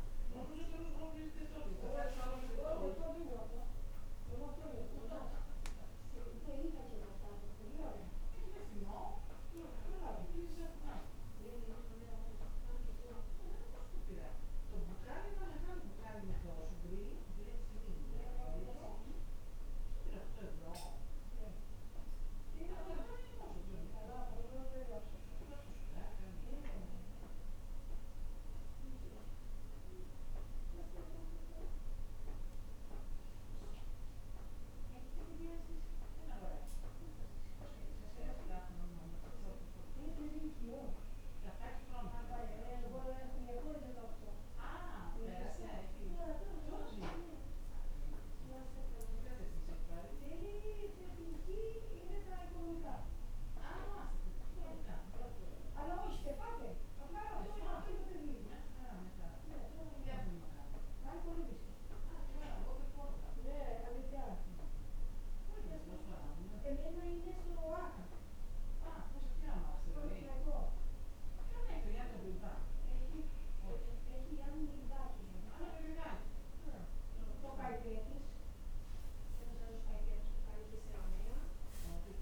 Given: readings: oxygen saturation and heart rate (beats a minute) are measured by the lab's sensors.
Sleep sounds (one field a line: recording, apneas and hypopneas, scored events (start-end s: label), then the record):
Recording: a person awake in a sleep study, by a room microphone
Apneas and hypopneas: none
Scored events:
none scored
From the record:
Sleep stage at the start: awake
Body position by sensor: on the back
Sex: female